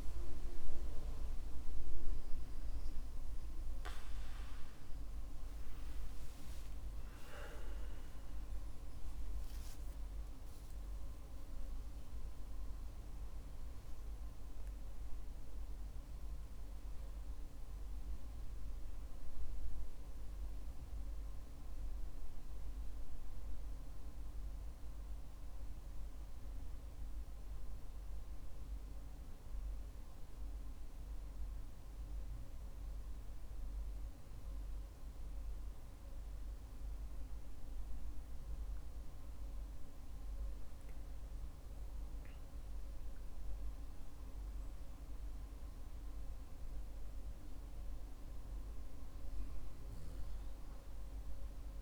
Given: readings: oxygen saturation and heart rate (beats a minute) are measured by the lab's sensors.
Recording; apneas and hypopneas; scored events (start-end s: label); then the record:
breathing in sleep, hard to hear, by a room microphone; 1
6.00-11.50 s: arousal
26.00-40.00 s: hypopnea (oxygen 96% before, 94% lowest, heart rate 63 before, 53 extreme, up 8 after)
42.50-45.50 s: arousal
From the record:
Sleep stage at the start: N2 (light sleep); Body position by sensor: on the back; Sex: male